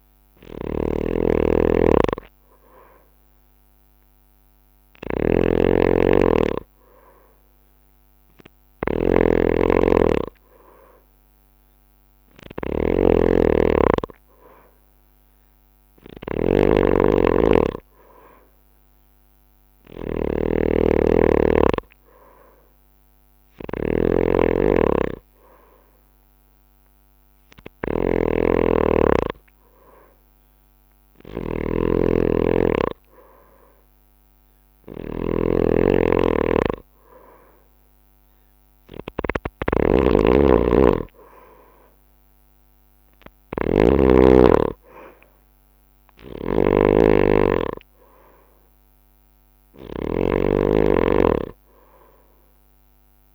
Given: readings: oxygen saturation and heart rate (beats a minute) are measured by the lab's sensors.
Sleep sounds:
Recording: breathing in sleep by a microphone on the trachea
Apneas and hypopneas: none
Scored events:
0.00-53.35 s: snoring (device-marked)
From the record:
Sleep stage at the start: N2 (light sleep)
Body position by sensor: on the right side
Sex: male

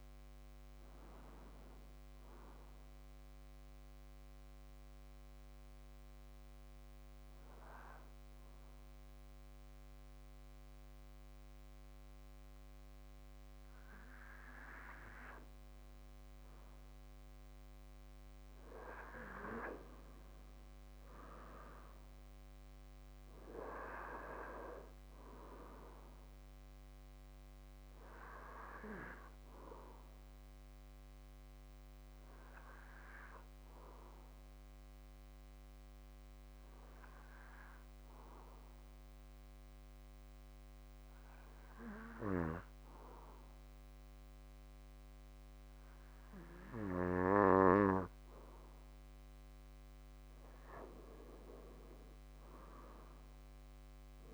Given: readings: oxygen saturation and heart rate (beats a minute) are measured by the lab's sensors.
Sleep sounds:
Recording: breathing in sleep by a microphone on the trachea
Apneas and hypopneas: 2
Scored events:
0.00-17.00 s: oxygen desaturation (device-marked, oxygen 91% lowest, heart rate 52 extreme)
1.00-14.50 s: hypopnea (oxygen 96% before, 91% lowest, heart rate 67 before, 52 extreme, up 15 after)
17.50-21.50 s: arousal
29.00-44.00 s: oxygen desaturation (device-marked, oxygen 96% before, 92% lowest, heart rate 62 before, 52 extreme)
35.50-49.00 s: hypopnea (oxygen 96% before, 92% lowest, heart rate 61 before, 53 extreme, up 17 after)
51.00-54.00 s: arousal
From the record:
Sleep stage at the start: N2 (light sleep)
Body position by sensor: on the back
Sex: male

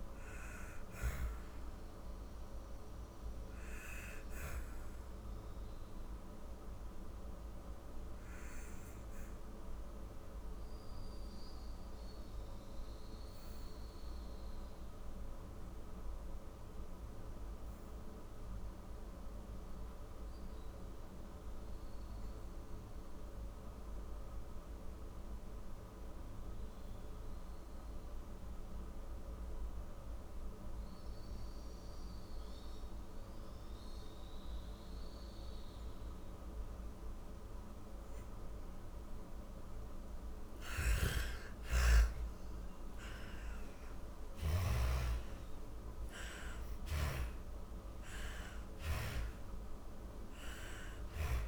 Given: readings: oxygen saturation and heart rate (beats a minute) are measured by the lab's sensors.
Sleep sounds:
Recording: breathing in sleep, hard to hear, by a room microphone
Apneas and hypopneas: 1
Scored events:
0.00-13.00 s: oxygen desaturation (device-marked, oxygen 84% lowest, heart rate 39 extreme)
1.00-36.50 s: obstructive apnea (oxygen 98% before, 84% lowest, heart rate 94 before, 39 extreme, up 19 after)
33.00-51.47 s: oxygen desaturation (device-marked, oxygen 99% before, 86% lowest, heart rate 48 before, 31 extreme)
38.50-44.00 s: arousal
From the record:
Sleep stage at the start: N2 (light sleep)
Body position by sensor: on the back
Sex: female

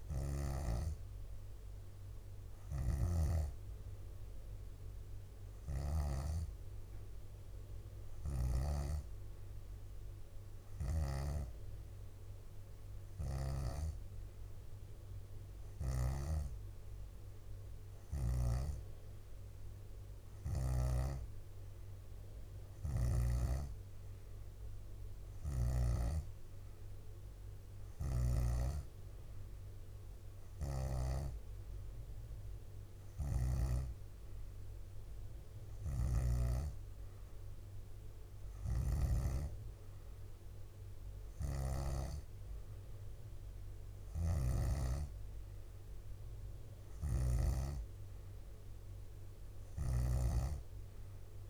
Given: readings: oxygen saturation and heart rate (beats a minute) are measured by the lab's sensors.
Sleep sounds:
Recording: breathing in sleep by a room microphone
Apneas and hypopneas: none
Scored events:
2.50-6.00 s: snoring (device-marked)
19.50-21.50 s: leg movement (device-marked)
28.00-47.50 s: snoring (device-marked)
32.50-33.50 s: leg movement (device-marked)
49.50-51.50 s: snoring (device-marked)
From the record:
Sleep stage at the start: N2 (light sleep)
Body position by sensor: on the back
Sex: female

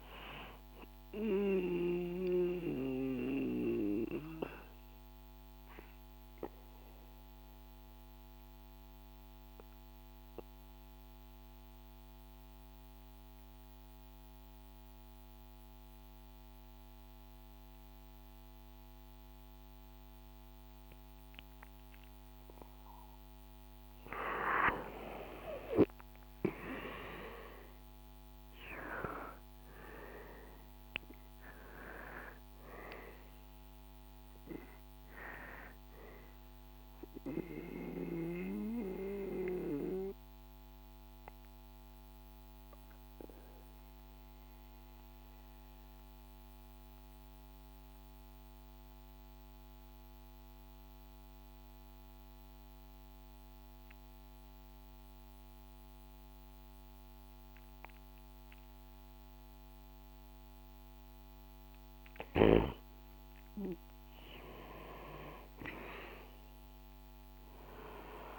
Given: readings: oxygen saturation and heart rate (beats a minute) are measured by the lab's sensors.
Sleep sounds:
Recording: breathing in sleep by a microphone on the trachea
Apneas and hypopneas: 2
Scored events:
0.00-12.00 s: oxygen desaturation (device-marked, oxygen 93% lowest, heart rate 62 extreme)
1.00-24.00 s: obstructive apnea (oxygen 98% before, 92% lowest, heart rate 67 before, 59 extreme, up 7 after)
25.00-28.50 s: arousal
37.00-60.00 s: mixed apnea (oxygen 98% before, 92% lowest, heart rate 66 before, 59 extreme, up 6 after)
63.50-68.00 s: arousal
From the record:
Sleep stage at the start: N2 (light sleep)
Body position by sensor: on the back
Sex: male

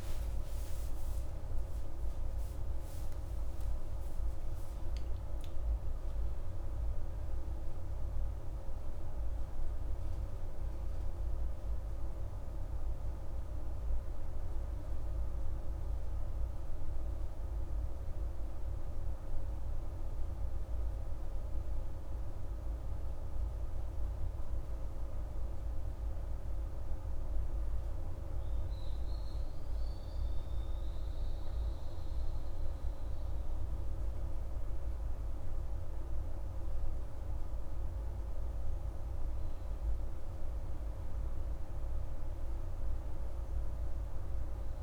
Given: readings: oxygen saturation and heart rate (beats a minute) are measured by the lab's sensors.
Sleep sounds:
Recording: breathing in sleep, hard to hear, by a room microphone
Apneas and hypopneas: none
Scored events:
10.50-44.83 s: new sleep stage, N2 (light sleep)
From the record:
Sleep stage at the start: N1 (lightest sleep)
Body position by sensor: on the right side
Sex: female

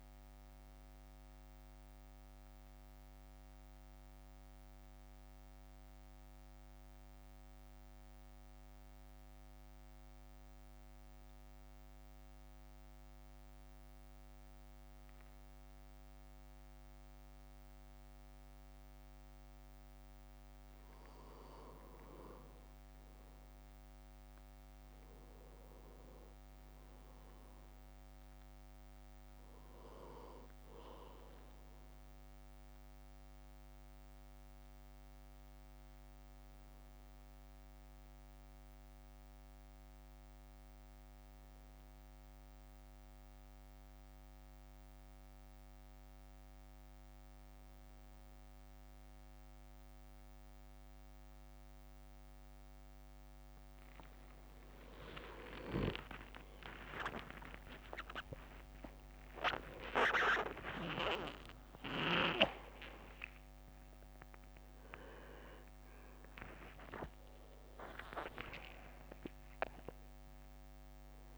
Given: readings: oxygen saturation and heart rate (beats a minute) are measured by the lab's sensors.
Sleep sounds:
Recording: breathing in sleep by a microphone on the trachea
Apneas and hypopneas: 2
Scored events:
4.00-21.00 s: mixed apnea (oxygen 99% before, 95% lowest, heart rate 57 before, 48 extreme, up 5 after)
23.00-26.00 s: arousal
27.50-57.50 s: new sleep stage, N1 (lightest sleep)
28.50-38.50 s: oxygen desaturation (device-marked, oxygen 100% before, 96% lowest, heart rate 57 before, 49 extreme)
35.50-51.50 s: hypopnea (oxygen 100% before, 96% lowest, heart rate 55 before, 54 extreme, up 9 after)
56.00-64.50 s: leg movement (device-marked)
57.50-71.38 s: new sleep stage, awake
61.00-63.00 s: long interval between heartbeats (device-marked, heart rate 57 before, 82 extreme)
69.00-71.38 s: leg movement (device-marked)
From the record:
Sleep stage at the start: N2 (light sleep)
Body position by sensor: on the back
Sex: male

